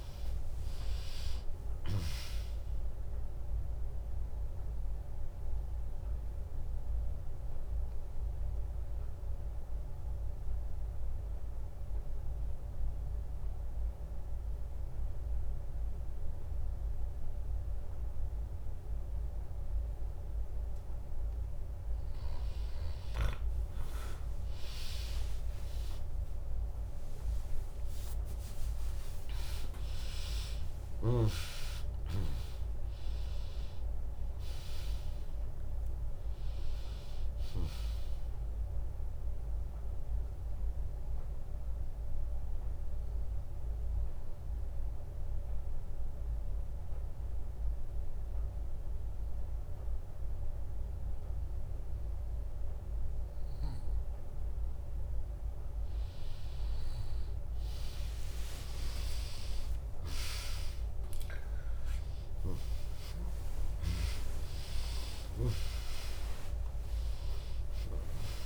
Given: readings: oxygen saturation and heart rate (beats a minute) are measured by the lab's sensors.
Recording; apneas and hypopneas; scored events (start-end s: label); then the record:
breathing in sleep by a room microphone; 2
0.00-10.50 s: drop in pulse transit time (device-marked, heart rate 64 extreme)
0.00-12.50 s: oxygen desaturation (device-marked, oxygen 94% lowest, heart rate 57 extreme)
4.00-21.00 s: obstructive apnea (oxygen 100% before, 94% lowest, heart rate 66 before, 57 extreme, up 14 after)
18.50-20.50 s: bradycardia (device-marked, heart rate 74 before, 64 extreme)
24.00-29.00 s: arousal
25.50-27.50 s: long interval between heartbeats (device-marked, heart rate 74 before, 70 extreme)
28.50-39.50 s: drop in pulse transit time (device-marked, heart rate 72 before, 74 extreme)
30.50-49.50 s: oxygen desaturation (device-marked, oxygen 100% before, 96% lowest, heart rate 72 before, 57 extreme)
39.50-53.50 s: obstructive apnea (oxygen 100% before, 95% lowest, heart rate 75 before, 57 extreme)
51.50-56.50 s: bradycardia (device-marked, heart rate 74 before, 57 extreme)
57.00-63.00 s: arousal
63.50-68.45 s: drop in pulse transit time (device-marked, heart rate 69 before, 70 extreme)
64.50-68.45 s: oxygen desaturation (device-marked, oxygen 100% before, 96% lowest, heart rate 68 before, 58 extreme)
64.50-68.45 s: tachycardia (device-marked, heart rate 73 before, 111 extreme)
65.00-67.00 s: long interval between heartbeats (device-marked, heart rate 68 before, 79 extreme)
From the record:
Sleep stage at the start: N2 (light sleep); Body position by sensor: on the back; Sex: female